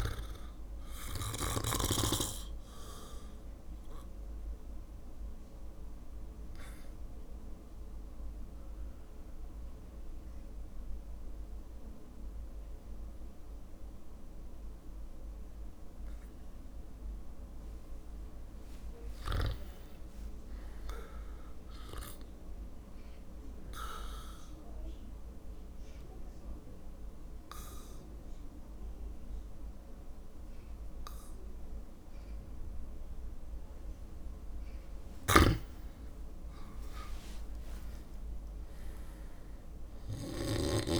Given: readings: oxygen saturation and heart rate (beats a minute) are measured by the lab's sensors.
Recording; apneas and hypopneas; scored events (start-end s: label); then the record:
breathing in sleep by a room microphone; 2
2.00-17.00 s: obstructive apnea (oxygen 100% before, 97% lowest, heart rate 59 before, 57 extreme, up 4 after)
19.00-21.50 s: arousal
23.50-35.00 s: obstructive apnea (oxygen 99% before, 97% lowest, heart rate 58 before, 55 extreme, up 3 after)
35.00-40.50 s: snoring (device-marked)
37.00-41.00 s: arousal
From the record:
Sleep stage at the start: REM sleep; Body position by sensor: on the back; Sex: male